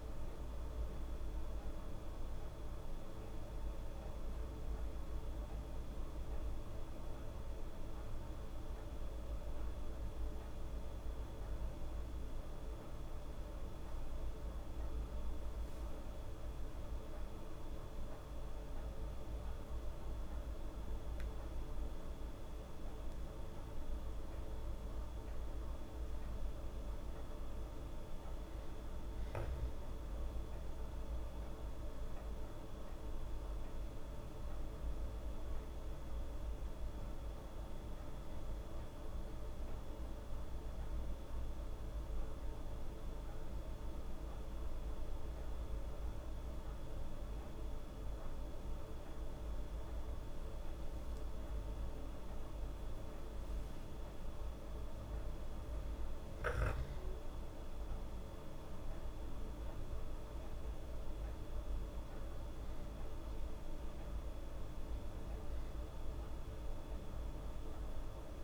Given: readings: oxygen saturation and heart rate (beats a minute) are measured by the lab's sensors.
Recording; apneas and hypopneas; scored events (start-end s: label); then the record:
breathing in sleep, hard to hear, by a room microphone; 1
8.00-68.44 s: new sleep stage, N2 (light sleep)
38.50-50.00 s: hypopnea (oxygen 97% before, 94% lowest, heart rate 75 before, 72 extreme, up 5 after)
52.50-57.00 s: arousal
From the record:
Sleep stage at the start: N1 (lightest sleep); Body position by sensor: on the back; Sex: female